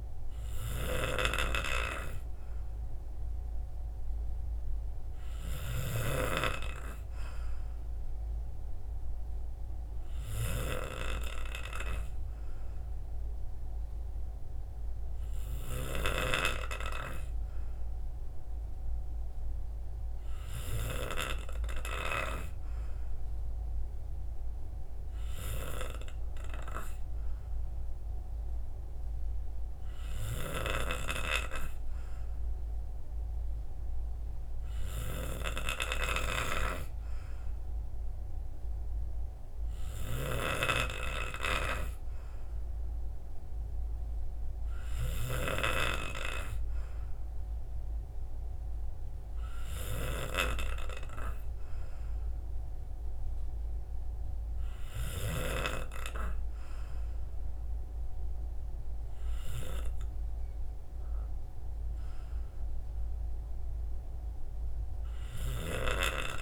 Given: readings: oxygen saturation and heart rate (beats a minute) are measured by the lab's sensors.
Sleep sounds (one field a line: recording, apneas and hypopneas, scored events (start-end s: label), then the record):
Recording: breathing in sleep by a room microphone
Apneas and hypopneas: none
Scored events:
none scored
From the record:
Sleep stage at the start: N3 (deep sleep)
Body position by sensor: on the right side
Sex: male